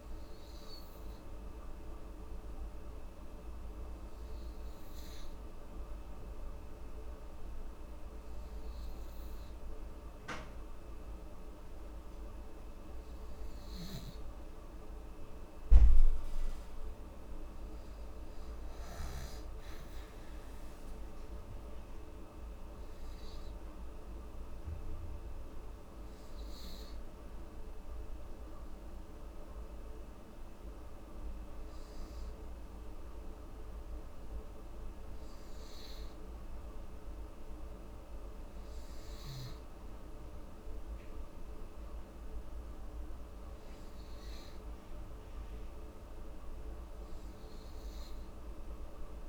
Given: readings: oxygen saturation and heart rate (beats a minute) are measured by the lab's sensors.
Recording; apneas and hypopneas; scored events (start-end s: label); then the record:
breathing in sleep, hard to hear, by a room microphone; none
18.00-21.00 s: arousal
From the record:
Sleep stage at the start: N2 (light sleep); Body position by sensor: on the back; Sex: female